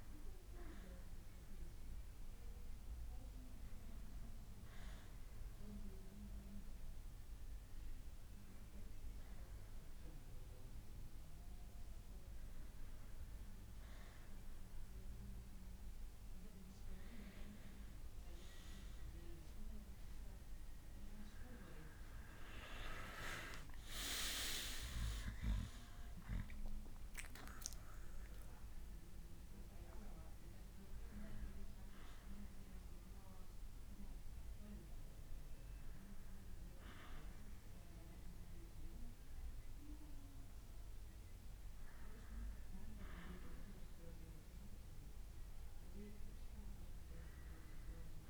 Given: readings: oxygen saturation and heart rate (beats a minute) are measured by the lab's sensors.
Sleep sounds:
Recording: breathing in sleep by a room microphone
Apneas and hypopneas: none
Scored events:
18.00-40.00 s: oxygen desaturation (device-marked, oxygen 94% before, 90% lowest, heart rate 74 before, 65 extreme)
26.50-30.50 s: arousal
From the record:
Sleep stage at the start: N2 (light sleep)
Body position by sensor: on the back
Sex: male

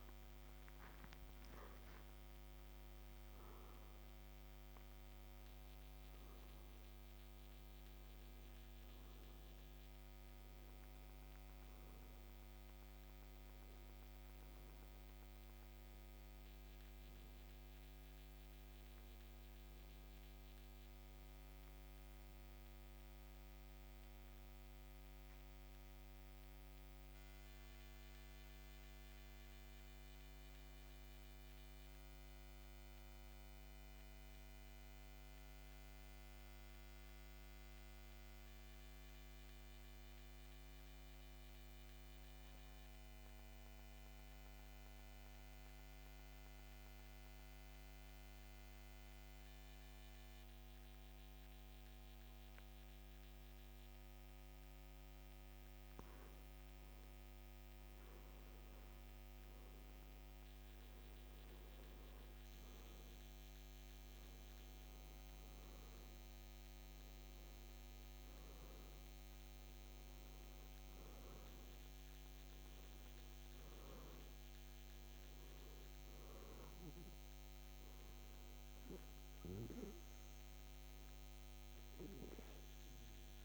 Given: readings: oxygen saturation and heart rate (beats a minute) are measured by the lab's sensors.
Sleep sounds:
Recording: breathing in sleep, hard to hear, by a microphone on the trachea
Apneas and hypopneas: 1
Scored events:
0.00-38.00 s: oxygen desaturation (device-marked, oxygen 92% lowest, heart rate 53 extreme)
25.00-54.50 s: central apnea (oxygen 97% before, 90% lowest, heart rate 57 before, 53 extreme, up 2 after)
56.00-60.50 s: arousal
67.00-83.44 s: oxygen desaturation (device-marked, oxygen 95% before, 90% lowest, heart rate 55 before, 54 extreme)
From the record:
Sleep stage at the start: N2 (light sleep)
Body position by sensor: on the back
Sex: male

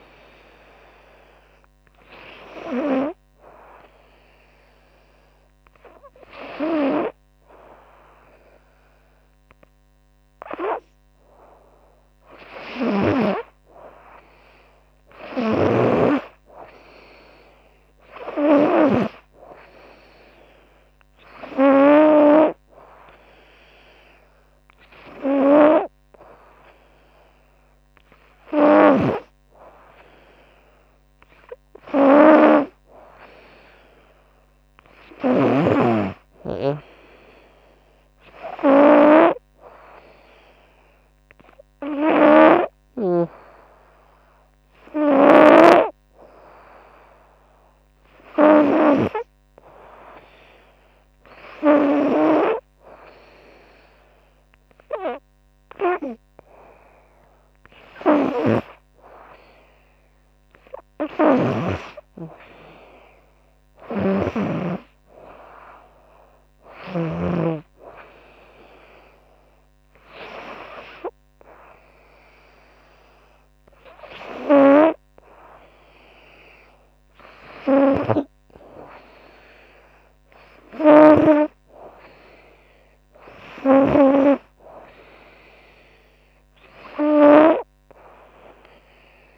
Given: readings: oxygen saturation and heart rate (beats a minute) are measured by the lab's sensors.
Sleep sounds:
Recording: breathing in sleep by a microphone on the trachea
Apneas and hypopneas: 1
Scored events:
2.50-13.00 s: hypopnea (oxygen 97% before, 94% lowest, heart rate 82 before, 75 extreme, up 5 after)
15.00-18.50 s: snoring (device-marked)
19.50-23.00 s: arousal
41.50-48.50 s: snoring (device-marked)
60.50-64.00 s: snoring (device-marked)
From the record:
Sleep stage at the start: N2 (light sleep)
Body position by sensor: on the right side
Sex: female

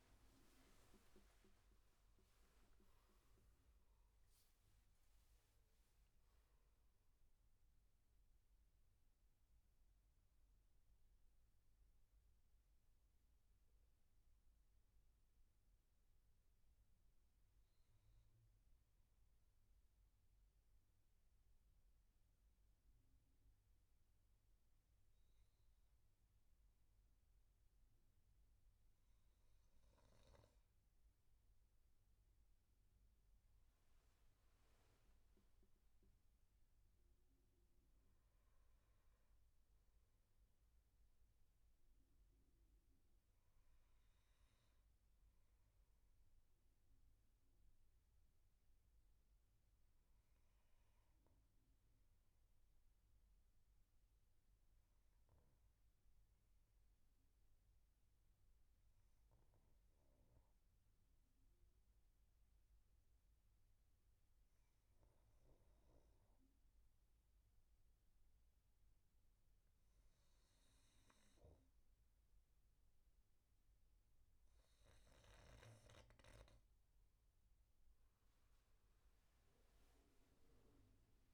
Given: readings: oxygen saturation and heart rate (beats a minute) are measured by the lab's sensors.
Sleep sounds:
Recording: breathing in sleep, hard to hear, by a room microphone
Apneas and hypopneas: 2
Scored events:
0.00-4.00 s: arousal
0.00-10.00 s: oxygen desaturation (device-marked, oxygen 93% lowest, heart rate 63 extreme)
13.50-31.50 s: obstructive apnea (oxygen 98% before, 94% lowest, heart rate 80 before, 63 extreme, up 18 after)
34.00-38.00 s: arousal
43.50-76.50 s: obstructive apnea (oxygen 99% before, 94% lowest, heart rate 74 before, 62 extreme, up 26 after)
72.00-81.34 s: oxygen desaturation (device-marked, oxygen 98% before, 94% lowest, heart rate 69 before, 62 extreme)
79.00-81.34 s: arousal
From the record:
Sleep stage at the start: N2 (light sleep)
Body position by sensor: on the back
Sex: male

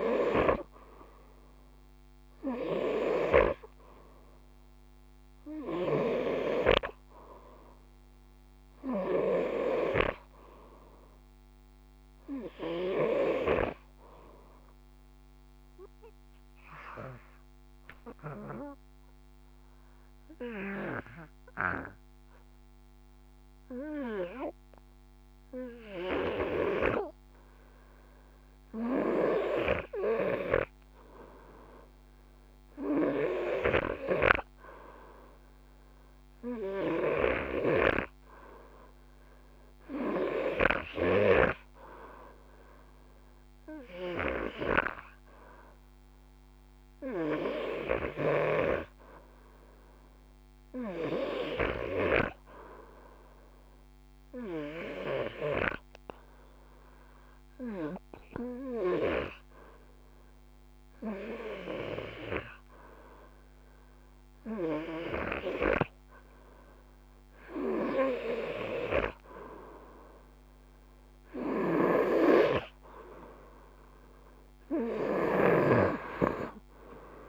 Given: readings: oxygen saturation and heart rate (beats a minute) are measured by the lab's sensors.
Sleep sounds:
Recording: breathing in sleep by a microphone on the trachea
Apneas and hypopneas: 2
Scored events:
0.50-18.50 s: oxygen desaturation (device-marked, oxygen 96% before, 93% lowest, heart rate 52 before, 51 extreme)
14.50-26.50 s: obstructive apnea (oxygen 96% before, 91% lowest, heart rate 52 before, 51 extreme, up 0 after)
29.00-32.50 s: arousal
36.50-40.50 s: snoring (device-marked)
45.50-53.50 s: oxygen desaturation (device-marked, oxygen 95% before, 91% lowest, heart rate 52 before, 50 extreme)
54.50-66.50 s: hypopnea (oxygen 95% before, 91% lowest, heart rate 52 before, 50 extreme, up 5 after)
69.00-73.00 s: arousal
From the record:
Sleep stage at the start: N2 (light sleep)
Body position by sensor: on the front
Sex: male

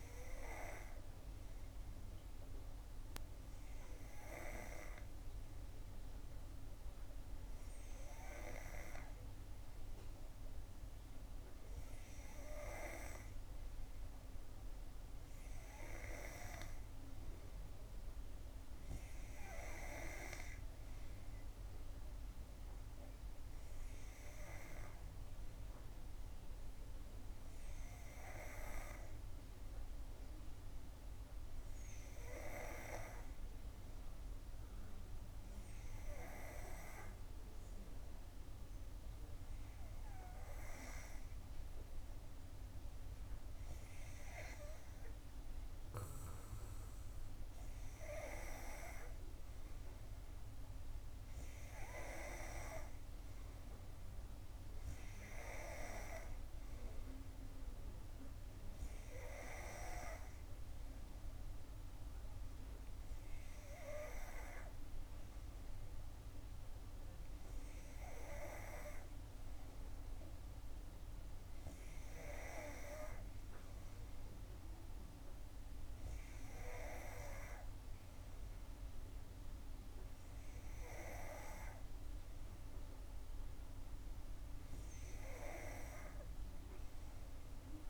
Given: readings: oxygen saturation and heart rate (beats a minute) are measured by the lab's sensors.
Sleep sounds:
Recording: breathing in sleep by a room microphone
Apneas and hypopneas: none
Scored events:
none scored
From the record:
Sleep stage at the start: N2 (light sleep)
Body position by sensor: on the back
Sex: female

